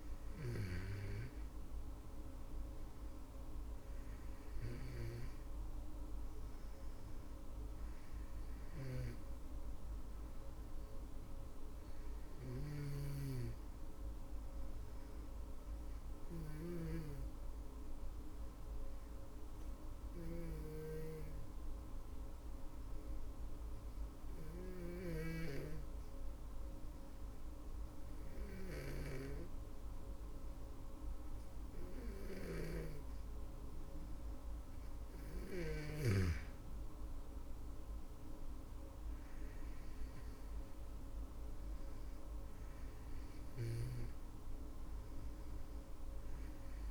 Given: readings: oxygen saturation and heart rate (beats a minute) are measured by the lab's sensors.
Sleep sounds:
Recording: breathing in sleep by a room microphone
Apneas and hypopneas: 1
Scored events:
0.00-14.00 s: oxygen desaturation (device-marked, oxygen 94% lowest, heart rate 54 extreme)
17.00-32.00 s: obstructive apnea (oxygen 99% before, 95% lowest, heart rate 58 before, 54 extreme, up 10 after)
34.50-39.00 s: arousal
36.00-46.91 s: oxygen desaturation (device-marked, oxygen 99% before, 95% lowest, heart rate 65 before, 53 extreme)
From the record:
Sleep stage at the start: N2 (light sleep)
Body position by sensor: on the back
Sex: female

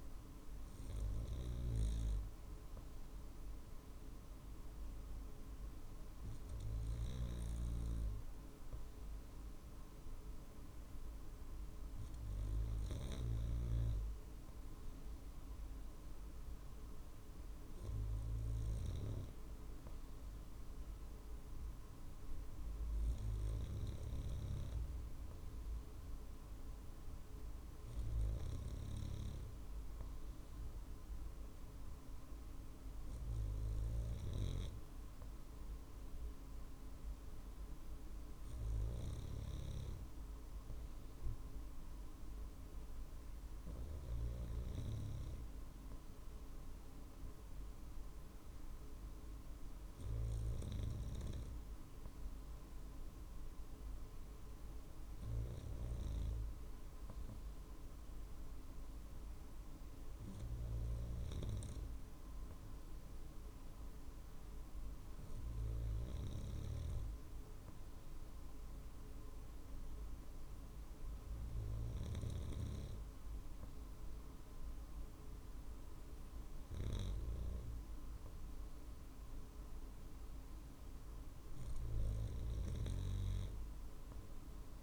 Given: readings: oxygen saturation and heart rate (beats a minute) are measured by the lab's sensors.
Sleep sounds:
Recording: breathing in sleep by a room microphone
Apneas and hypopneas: none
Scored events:
none scored
From the record:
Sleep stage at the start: N2 (light sleep)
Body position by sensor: on the right side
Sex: male

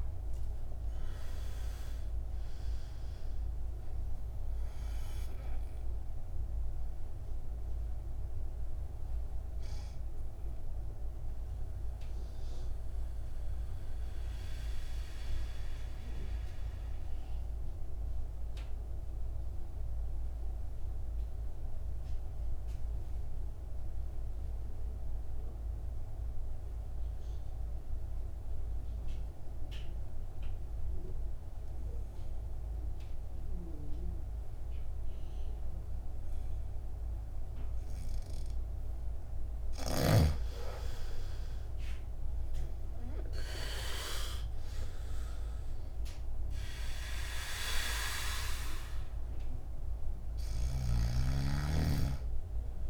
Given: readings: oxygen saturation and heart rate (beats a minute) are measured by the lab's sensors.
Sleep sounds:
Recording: breathing in sleep by a room microphone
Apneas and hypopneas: 1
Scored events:
0.00-2.00 s: arousal
0.00-7.00 s: oxygen desaturation (device-marked, oxygen 87% lowest, heart rate 51 extreme)
5.00-39.50 s: mixed apnea (oxygen 96% before, 83% lowest, heart rate 62 before, 51 extreme, up 11 after)
15.00-29.00 s: oxygen desaturation (device-marked, oxygen 89% before, 86% lowest, heart rate 63 before, 53 extreme)
41.50-46.00 s: arousal
43.00-52.90 s: oxygen desaturation (device-marked, oxygen 99% before, 83% lowest, heart rate 57 before, 51 extreme)
From the record:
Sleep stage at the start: N2 (light sleep)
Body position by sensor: on the back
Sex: male

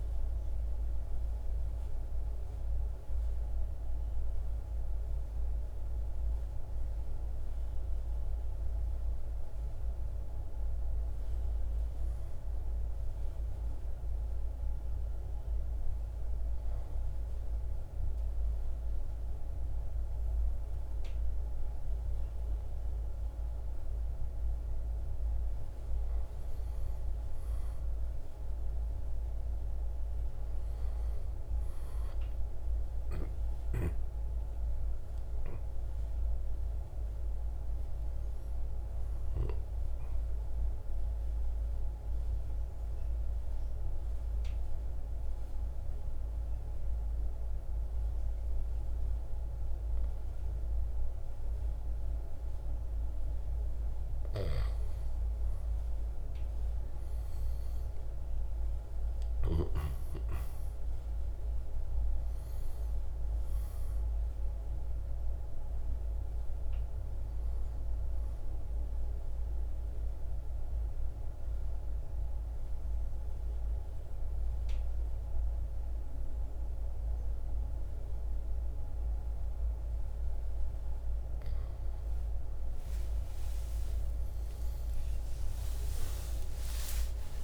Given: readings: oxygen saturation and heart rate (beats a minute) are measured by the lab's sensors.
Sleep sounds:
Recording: breathing in sleep, hard to hear, by a room microphone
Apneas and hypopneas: 3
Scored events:
0.00-2.00 s: drop in pulse transit time (device-marked, heart rate 65 extreme)
1.00-16.00 s: oxygen desaturation (device-marked, oxygen 96% before, 92% lowest, heart rate 64 before, 60 extreme)
13.50-26.50 s: hypopnea (oxygen 96% before, 91% lowest, heart rate 66 before, 59 extreme, up 4 after)
29.50-33.50 s: arousal
39.50-52.00 s: central apnea (oxygen 97% before, 91% lowest, heart rate 63 before, 57 extreme, up 8 after)
55.50-60.00 s: arousal
60.00-73.00 s: drop in pulse transit time (device-marked, heart rate 61 before, 59 extreme)
64.00-83.00 s: oxygen desaturation (device-marked, oxygen 96% before, 91% lowest, heart rate 62 before, 56 extreme)
67.50-80.00 s: central apnea (oxygen 96% before, 91% lowest, heart rate 62 before, 57 extreme)
85.00-87.44 s: arousal
From the record:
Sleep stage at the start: N1 (lightest sleep)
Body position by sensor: on the right side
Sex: male

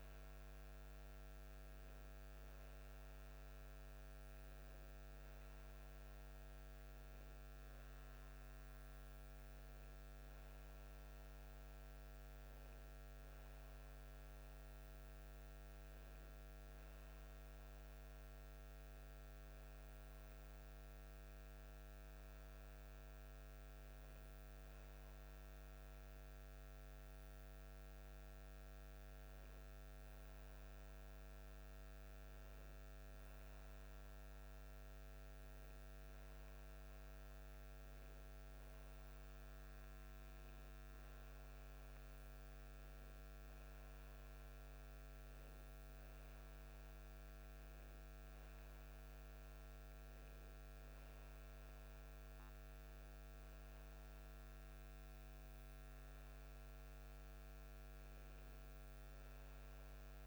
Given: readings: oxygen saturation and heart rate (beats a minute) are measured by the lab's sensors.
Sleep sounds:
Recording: breathing in sleep, hard to hear, by a microphone on the trachea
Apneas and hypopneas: none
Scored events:
none scored
From the record:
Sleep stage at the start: N2 (light sleep)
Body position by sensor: on the back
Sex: male

